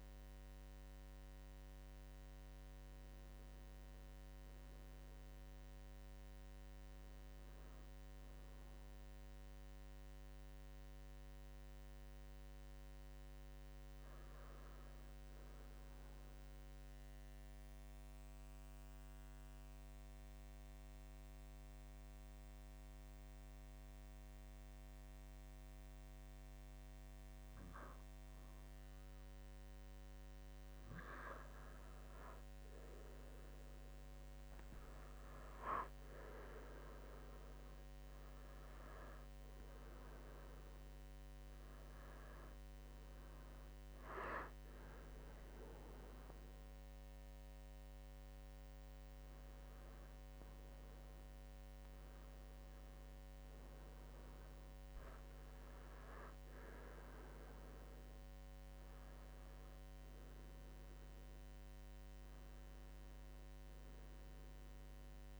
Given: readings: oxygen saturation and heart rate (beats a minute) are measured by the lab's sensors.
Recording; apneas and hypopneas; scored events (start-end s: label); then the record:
a person partly awake in a sleep study, by a microphone on the trachea; 1
6.50-10.00 s: arousal
16.50-31.50 s: mixed apnea (oxygen 98% before, 90% lowest, heart rate 83 before, 81 extreme, up 5 after)
20.50-63.50 s: oxygen desaturation (device-marked, oxygen 98% before, 90% lowest, heart rate 83 before, 81 extreme)
39.50-65.40 s: new sleep stage, awake
From the record:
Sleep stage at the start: N2 (light sleep); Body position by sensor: on the right side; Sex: male